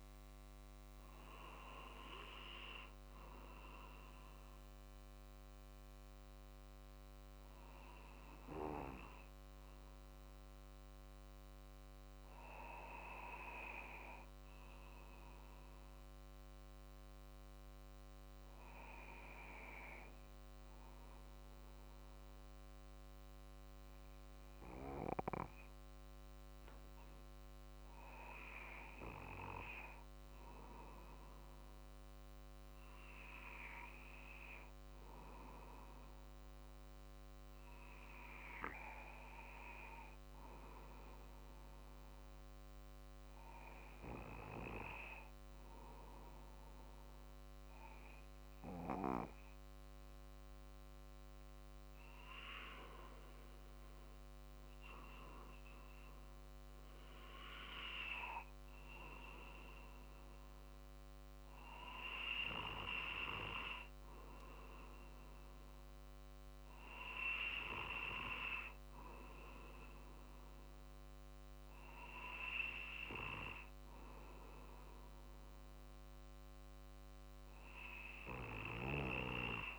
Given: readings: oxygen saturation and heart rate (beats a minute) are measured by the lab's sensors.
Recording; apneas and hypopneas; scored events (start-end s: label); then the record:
breathing in sleep by a microphone on the trachea; 1
5.50-50.00 s: obstructive apnea (oxygen 94% before, 88% lowest, heart rate 50 before, 46 extreme, up 4 after)
15.50-30.50 s: oxygen desaturation (device-marked, oxygen 95% before, 88% lowest, heart rate 47 before, 46 extreme)
52.50-57.00 s: arousal
From the record:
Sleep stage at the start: N2 (light sleep); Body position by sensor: on the back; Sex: male